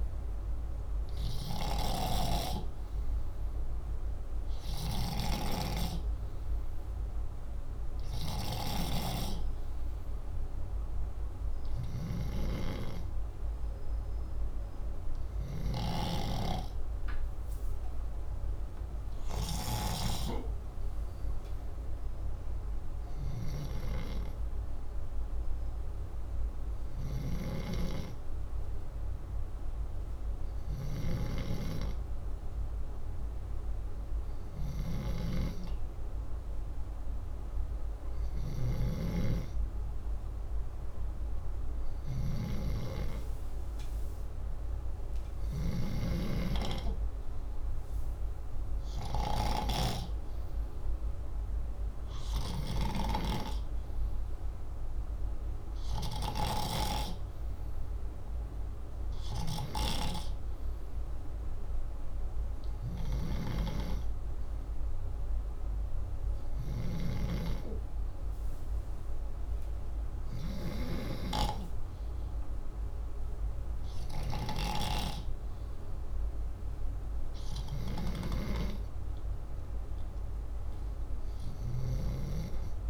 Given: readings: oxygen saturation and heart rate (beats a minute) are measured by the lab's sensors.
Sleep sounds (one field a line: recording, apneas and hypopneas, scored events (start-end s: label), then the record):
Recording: breathing in sleep by a room microphone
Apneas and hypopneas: none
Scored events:
0.00-7.50 s: oxygen desaturation (device-marked, oxygen 94% lowest, heart rate 63 extreme)
4.50-8.50 s: snoring (device-marked)
38.00-46.00 s: snoring (device-marked)
From the record:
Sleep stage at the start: N2 (light sleep)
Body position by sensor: upright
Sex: male